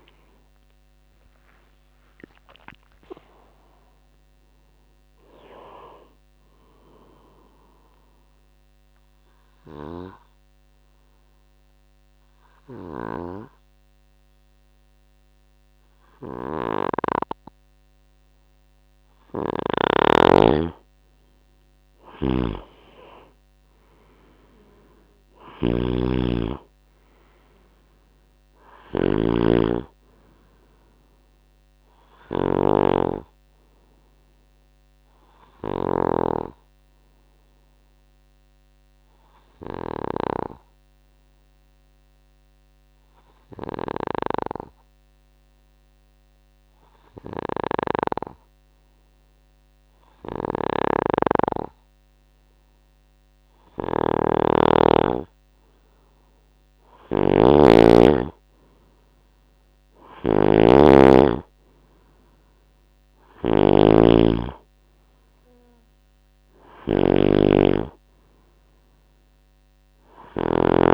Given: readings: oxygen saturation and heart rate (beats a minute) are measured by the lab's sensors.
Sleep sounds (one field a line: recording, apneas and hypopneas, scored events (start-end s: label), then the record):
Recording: breathing in sleep by a microphone on the trachea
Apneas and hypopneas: 2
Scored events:
0.00-2.50 s: arousal
0.00-5.50 s: tachycardia (device-marked, heart rate 127 extreme)
0.00-22.50 s: oxygen desaturation (device-marked, oxygen 92% lowest, heart rate 59 extreme)
8.50-19.50 s: obstructive apnea (oxygen 95% before, 91% lowest, heart rate 95 before, 59 extreme, up 4 after)
16.00-20.00 s: snoring (device-marked)
22.00-40.00 s: snoring (device-marked)
22.50-26.50 s: arousal
29.50-45.50 s: oxygen desaturation (device-marked, oxygen 97% before, 91% lowest, heart rate 71 before, 59 extreme)
37.50-53.50 s: obstructive apnea (oxygen 97% before, 91% lowest, heart rate 68 before, 61 extreme, up 6 after)
47.00-70.94 s: snoring (device-marked)
55.00-58.50 s: arousal
66.50-70.94 s: oxygen desaturation (device-marked, oxygen 96% before, 92% lowest, heart rate 69 before, 64 extreme)
From the record:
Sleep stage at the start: N2 (light sleep)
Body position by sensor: on the right side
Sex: male